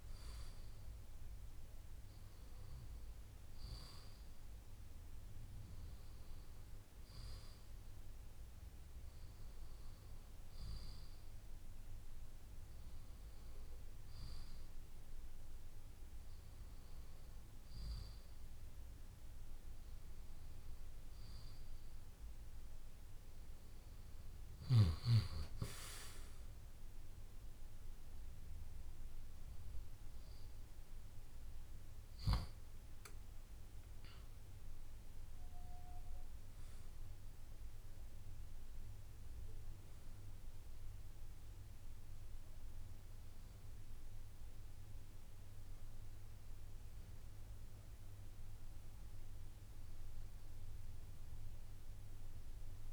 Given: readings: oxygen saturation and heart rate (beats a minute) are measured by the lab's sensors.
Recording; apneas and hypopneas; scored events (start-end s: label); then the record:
breathing in sleep, hard to hear, by a room microphone; none
32.50-36.50 s: arousal
From the record:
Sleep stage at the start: N1 (lightest sleep); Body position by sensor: on the left side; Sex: male